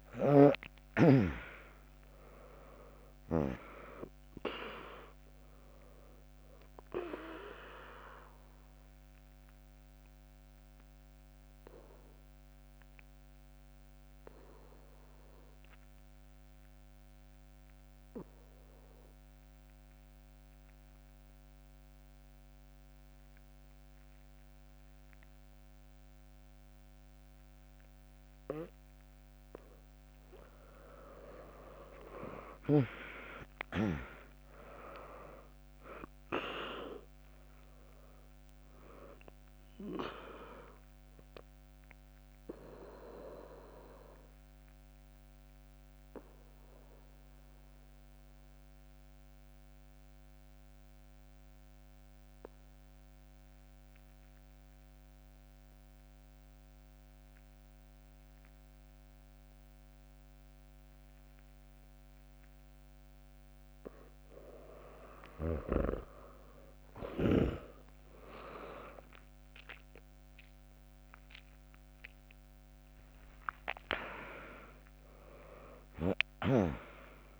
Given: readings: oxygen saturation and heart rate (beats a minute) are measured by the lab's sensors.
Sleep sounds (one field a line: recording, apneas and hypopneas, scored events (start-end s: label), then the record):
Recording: breathing in sleep by a microphone on the trachea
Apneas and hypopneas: 2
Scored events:
0.00-3.00 s: arousal
0.00-11.50 s: drop in pulse transit time (device-marked, heart rate 62 extreme)
4.50-23.50 s: oxygen desaturation (device-marked, oxygen 100% before, 96% lowest, heart rate 68 before, 57 extreme)
8.00-28.50 s: obstructive apnea (oxygen 100% before, 95% lowest, heart rate 69 before, 57 extreme, up 2 after)
26.50-29.50 s: bradycardia (device-marked, heart rate 72 before, 61 extreme)
30.50-35.00 s: arousal
35.50-47.50 s: drop in pulse transit time (device-marked, heart rate 66 before, 65 extreme)
41.50-63.00 s: obstructive apnea (oxygen 100% before, 95% lowest, heart rate 66 before, 59 extreme)
68.50-73.00 s: arousal
70.50-77.40 s: drop in pulse transit time (device-marked, heart rate 72 before, 64 extreme)
70.50-77.40 s: oxygen desaturation (device-marked, oxygen 100% before, 95% lowest, heart rate 72 before, 60 extreme)
From the record:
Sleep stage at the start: N2 (light sleep)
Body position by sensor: on the back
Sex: female